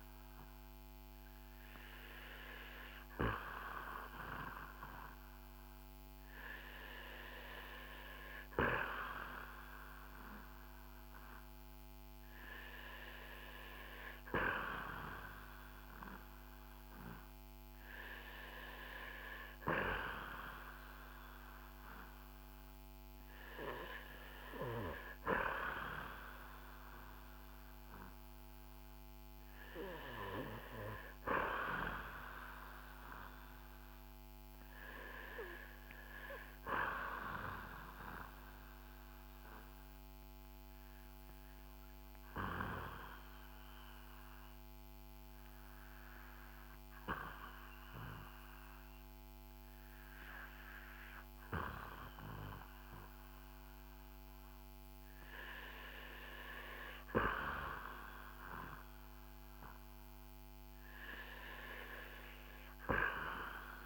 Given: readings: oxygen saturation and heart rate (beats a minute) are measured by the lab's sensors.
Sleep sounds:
breathing in sleep by a microphone on the trachea; 1
38.00-55.00 s: obstructive apnea (oxygen 93% before, 90% lowest, heart rate 60 before, 54 extreme, up 9 after)
From the record:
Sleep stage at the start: REM sleep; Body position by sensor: on the back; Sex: male

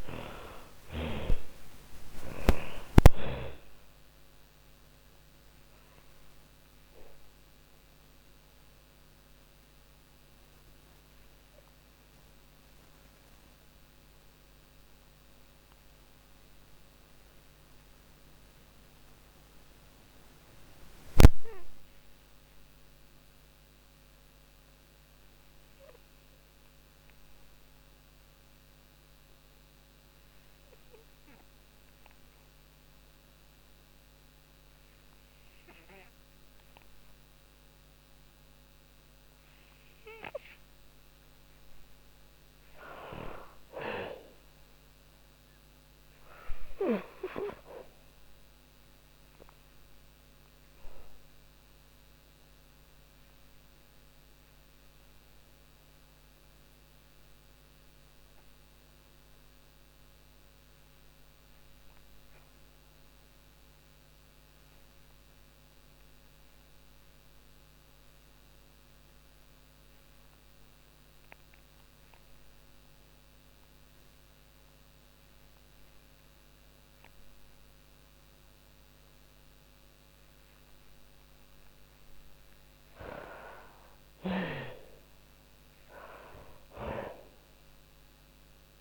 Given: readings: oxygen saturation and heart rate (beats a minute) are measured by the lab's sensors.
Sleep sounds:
breathing in sleep by a microphone on the trachea; 2
0.00-20.00 s: oxygen desaturation (device-marked, oxygen 59% lowest, heart rate 35 extreme)
3.00-37.50 s: obstructive apnea (oxygen 88% before, 59% lowest, heart rate 54 before, 45 extreme, up 16 after)
36.00-73.00 s: oxygen desaturation (device-marked, oxygen 97% before, 70% lowest, heart rate 52 before, 40 extreme)
40.00-44.50 s: arousal
47.50-79.50 s: obstructive apnea (oxygen 97% before, 70% lowest, heart rate 53 before, 40 extreme, up 34 after)
75.00-88.81 s: oxygen desaturation (device-marked, oxygen 96% before, 73% lowest, heart rate 56 before, 46 extreme)
81.00-85.50 s: arousal
From the record:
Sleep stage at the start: REM sleep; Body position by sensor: on the back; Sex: female

